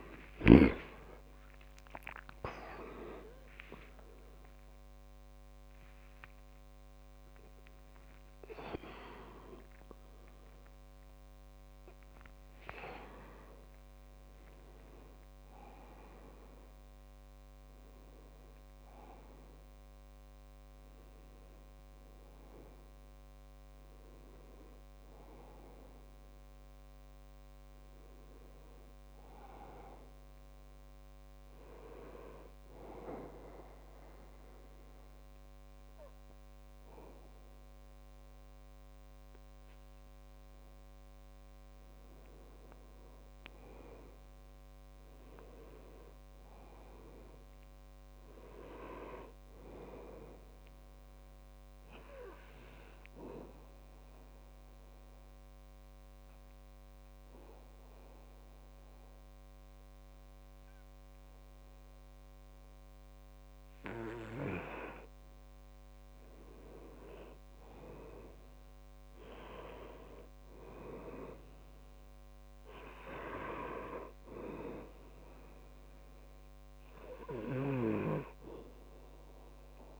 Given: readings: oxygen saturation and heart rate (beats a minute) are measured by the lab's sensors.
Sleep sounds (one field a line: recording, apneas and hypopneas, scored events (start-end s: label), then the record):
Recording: breathing in sleep by a microphone on the trachea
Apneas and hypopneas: 2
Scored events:
0.00-28.50 s: oxygen desaturation (device-marked, oxygen 89% lowest, heart rate 63 extreme)
0.50-6.00 s: arousal
28.00-30.50 s: arousal
32.50-43.00 s: obstructive apnea (oxygen 99% before, 94% lowest, heart rate 72 before, 63 extreme, up 6 after)
45.00-49.00 s: arousal
54.00-65.50 s: obstructive apnea (oxygen 99% before, 92% lowest, heart rate 66 before, 65 extreme, up 6 after)
67.50-71.50 s: arousal
72.50-80.00 s: oxygen desaturation (device-marked, oxygen 97% before, 94% lowest, heart rate 67 before, 65 extreme)
From the record:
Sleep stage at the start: N2 (light sleep)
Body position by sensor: on the back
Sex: male